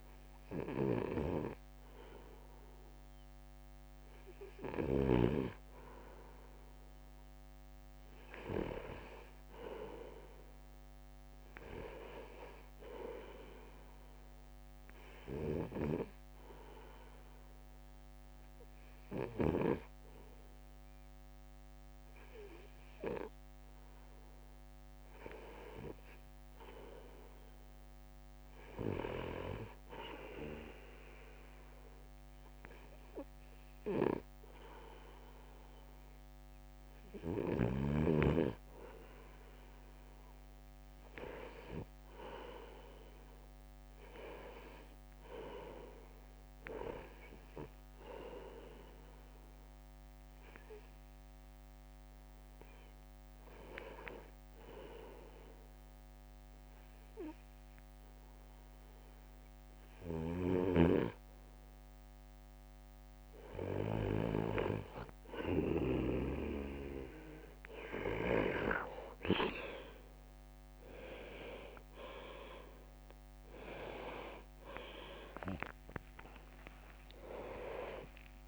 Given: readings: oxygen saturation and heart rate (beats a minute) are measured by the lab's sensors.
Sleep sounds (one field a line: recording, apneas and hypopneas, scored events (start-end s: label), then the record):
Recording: breathing in sleep by a microphone on the trachea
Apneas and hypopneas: 2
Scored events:
13.50-24.50 s: obstructive apnea (oxygen 99% before, 95% lowest)
28.00-32.50 s: arousal
50.50-63.00 s: hypopnea (oxygen 97% before, 95% lowest)
60.00-66.00 s: snoring (device-marked)
70.50-76.00 s: leg movement (device-marked)
74.00-78.48 s: new sleep stage, N2 (light sleep)
76.50-78.48 s: arousal
From the record:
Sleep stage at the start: REM sleep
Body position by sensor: on the right side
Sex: male